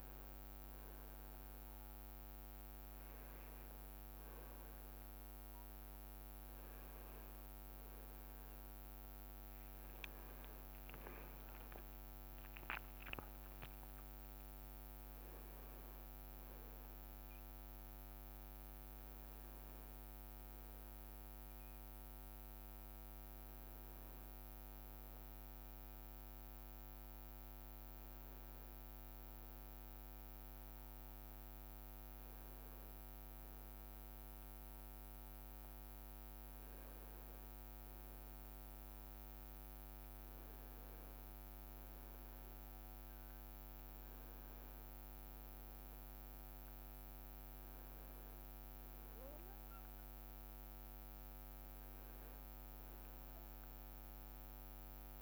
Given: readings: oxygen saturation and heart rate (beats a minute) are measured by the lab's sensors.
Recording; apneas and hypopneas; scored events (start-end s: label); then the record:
breathing in sleep, hard to hear, by a microphone on the trachea; none
6.50-9.00 s: leg movement (device-marked)
11.50-16.00 s: arousal
From the record:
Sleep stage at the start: N1 (lightest sleep); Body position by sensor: on the back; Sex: male